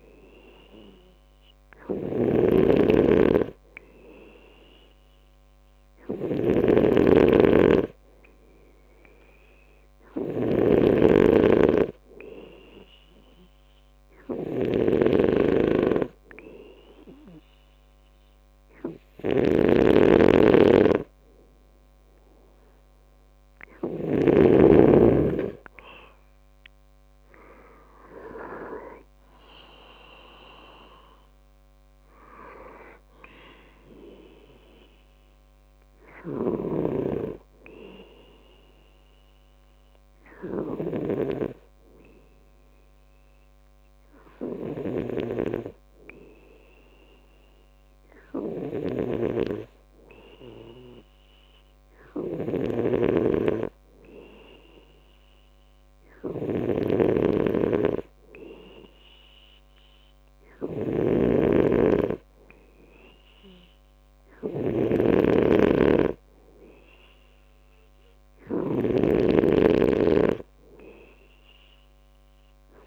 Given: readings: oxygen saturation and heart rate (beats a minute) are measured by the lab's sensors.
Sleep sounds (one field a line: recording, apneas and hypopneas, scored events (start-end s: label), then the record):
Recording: breathing in sleep by a microphone on the trachea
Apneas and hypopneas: 2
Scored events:
0.00-24.50 s: snoring (device-marked)
13.50-23.50 s: hypopnea (oxygen 97% before, 93% lowest, heart rate 68 before, 61 extreme, up 6 after)
26.00-30.00 s: arousal
41.50-52.50 s: hypopnea (oxygen 95% before, 93% lowest, heart rate 70 before, 64 extreme, up 7 after)
49.00-72.87 s: snoring (device-marked)
54.50-57.50 s: arousal
From the record:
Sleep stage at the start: N2 (light sleep)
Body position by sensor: on the back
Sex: male